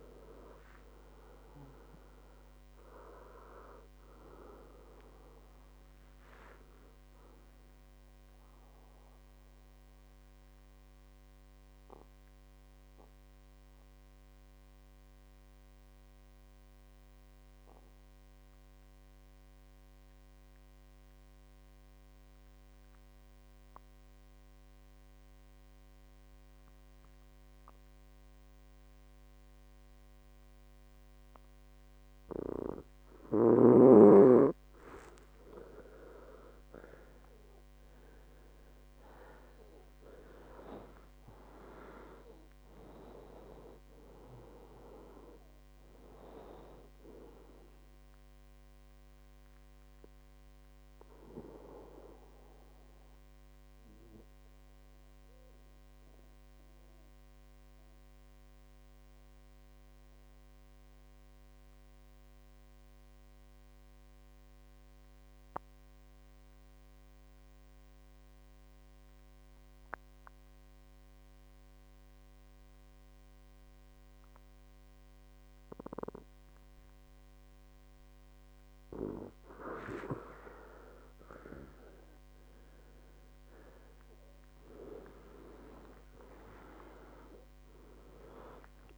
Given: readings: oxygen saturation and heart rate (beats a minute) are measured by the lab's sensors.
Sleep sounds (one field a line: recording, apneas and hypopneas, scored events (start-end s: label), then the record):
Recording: breathing in sleep by a microphone on the trachea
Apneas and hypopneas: 2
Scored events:
0.00-21.00 s: oxygen desaturation (device-marked, oxygen 91% lowest, heart rate 59 extreme)
9.00-32.50 s: mixed apnea (oxygen 99% before, 91% lowest, heart rate 72 before, 59 extreme, up 14 after)
33.00-63.00 s: oxygen desaturation (device-marked, oxygen 99% before, 91% lowest, heart rate 61 before, 58 extreme)
35.00-38.00 s: arousal
50.50-79.00 s: mixed apnea (oxygen 99% before, 91% lowest, heart rate 71 before, 57 extreme, up 19 after)
80.00-88.98 s: oxygen desaturation (device-marked, oxygen 98% before, 93% lowest, heart rate 59 before, 57 extreme)
83.00-87.50 s: arousal
From the record:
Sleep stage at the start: N2 (light sleep)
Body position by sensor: on the back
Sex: male